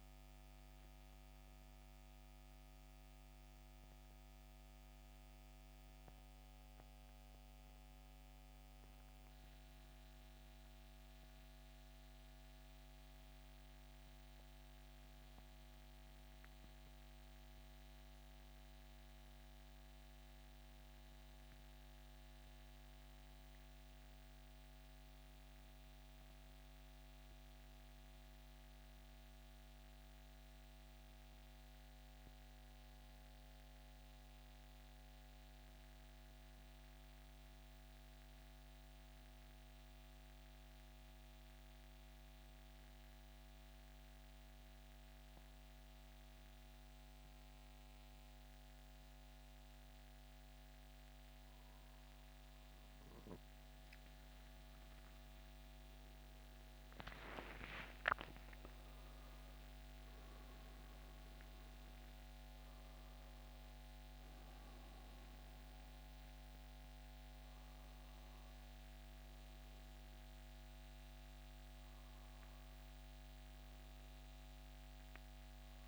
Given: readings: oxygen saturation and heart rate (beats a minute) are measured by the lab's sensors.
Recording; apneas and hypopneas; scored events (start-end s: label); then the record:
breathing in sleep, hard to hear, by a microphone on the trachea; 2
4.00-14.50 s: central apnea (oxygen 93% before, 85% lowest, heart rate 74 before, 65 extreme, up 9 after)
17.50-21.50 s: arousal
25.00-38.00 s: oxygen desaturation (device-marked, oxygen 94% before, 90% lowest, heart rate 69 before, 67 extreme)
32.50-51.00 s: central apnea (oxygen 94% before, 84% lowest, heart rate 71 before, 67 extreme, up 11 after)
53.00-57.50 s: arousal
56.00-75.87 s: oxygen desaturation (device-marked, oxygen 92% before, 84% lowest, heart rate 68 before, 72 extreme)
From the record:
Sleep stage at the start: N2 (light sleep); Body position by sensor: on the back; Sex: male